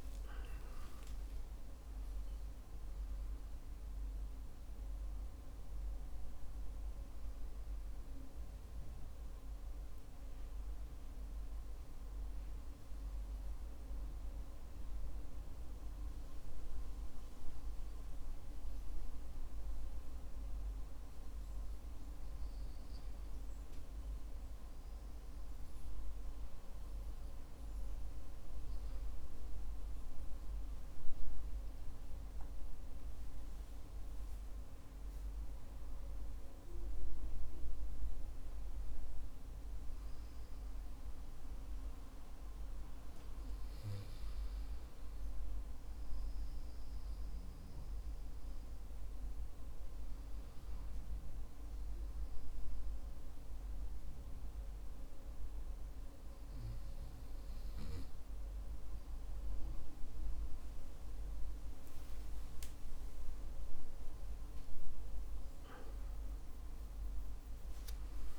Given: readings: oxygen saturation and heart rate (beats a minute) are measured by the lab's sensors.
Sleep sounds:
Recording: breathing in sleep, hard to hear, by a room microphone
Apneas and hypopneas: 1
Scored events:
0.00-1.50 s: arousal
13.00-27.00 s: hypopnea (oxygen 95% before, 93% lowest, heart rate 77 before, 49 extreme, up 20 after)
29.50-35.00 s: arousal
59.50-68.39 s: new sleep stage, awake
60.50-68.39 s: tachycardia (device-marked, heart rate 61 before, 195 extreme)
From the record:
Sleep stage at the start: N2 (light sleep)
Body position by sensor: on the back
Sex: male

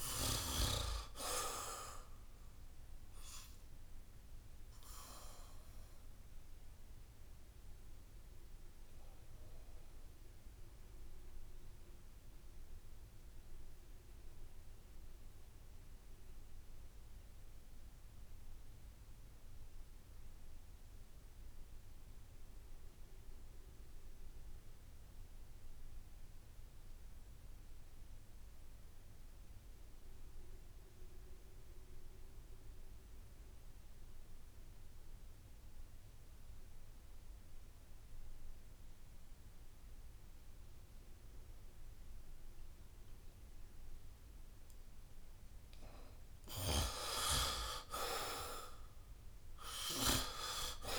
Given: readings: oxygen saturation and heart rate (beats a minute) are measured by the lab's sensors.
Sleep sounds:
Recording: breathing in sleep by a room microphone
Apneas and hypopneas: 1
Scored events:
0.00-18.50 s: oxygen desaturation (device-marked, oxygen 74% lowest, heart rate 63 extreme)
6.00-44.50 s: obstructive apnea (oxygen 98% before, 74% lowest, heart rate 73 before, 63 extreme, up 7 after)
28.50-50.99 s: oxygen desaturation (device-marked, oxygen 97% before, 76% lowest, heart rate 65 before, 65 extreme)
47.50-50.99 s: arousal
From the record:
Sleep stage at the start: N2 (light sleep)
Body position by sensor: on the back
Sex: male

